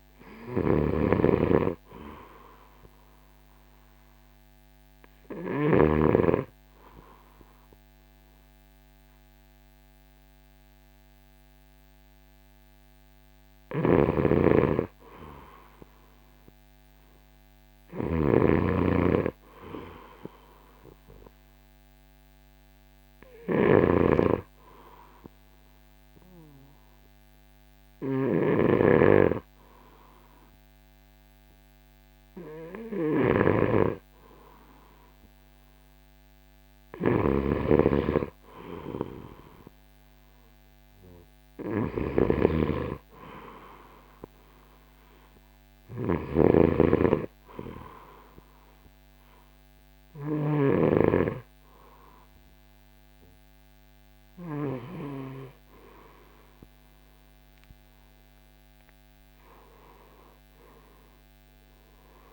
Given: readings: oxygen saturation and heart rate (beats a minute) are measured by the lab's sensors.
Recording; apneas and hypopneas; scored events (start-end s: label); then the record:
breathing in sleep by a microphone on the trachea; none
0.00-6.00 s: snoring (device-marked)
5.00-15.00 s: oxygen desaturation (device-marked, oxygen 95% before, 91% lowest, heart rate 68 before, 64 extreme)
13.50-51.00 s: snoring (device-marked)
27.00-36.00 s: oxygen desaturation (device-marked, oxygen 94% before, 90% lowest, heart rate 69 before, 64 extreme)
44.00-60.00 s: oxygen desaturation (device-marked, oxygen 94% before, 91% lowest, heart rate 67 before, 69 extreme)
47.00-62.33 s: new sleep stage, N2 (light sleep)
60.00-62.33 s: drop in pulse transit time (device-marked, heart rate 71 before, 74 extreme)
From the record:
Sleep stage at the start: N3 (deep sleep); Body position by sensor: on the right side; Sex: male